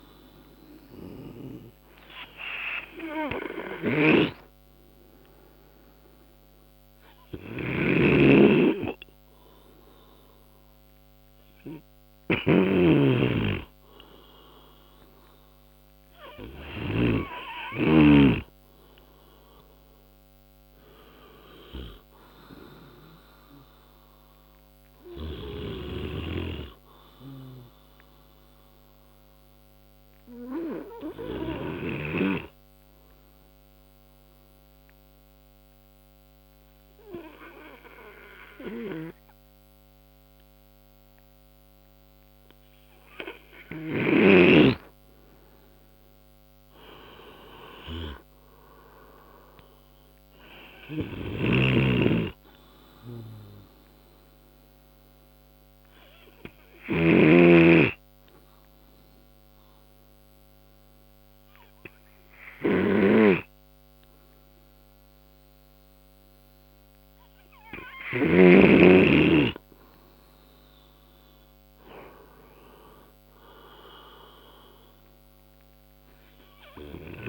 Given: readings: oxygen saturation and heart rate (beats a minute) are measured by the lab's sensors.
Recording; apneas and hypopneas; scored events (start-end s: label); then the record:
breathing in sleep by a microphone on the trachea; 2
2.50-16.50 s: oxygen desaturation (device-marked, oxygen 98% before, 92% lowest, heart rate 67 before, 61 extreme)
8.50-18.50 s: snoring (device-marked)
25.50-43.00 s: obstructive apnea (oxygen 98% before, 90% lowest, heart rate 80 before, 61 extreme, up 24 after)
46.00-49.50 s: arousal
48.50-70.50 s: oxygen desaturation (device-marked, oxygen 96% before, 90% lowest, heart rate 65 before, 61 extreme)
52.00-58.00 s: snoring (device-marked)
55.00-69.00 s: obstructive apnea (oxygen 96% before, 90% lowest, heart rate 69 before, 61 extreme, up 22 after)
71.00-75.50 s: arousal
From the record:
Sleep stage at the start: N2 (light sleep); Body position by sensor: on the right side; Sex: male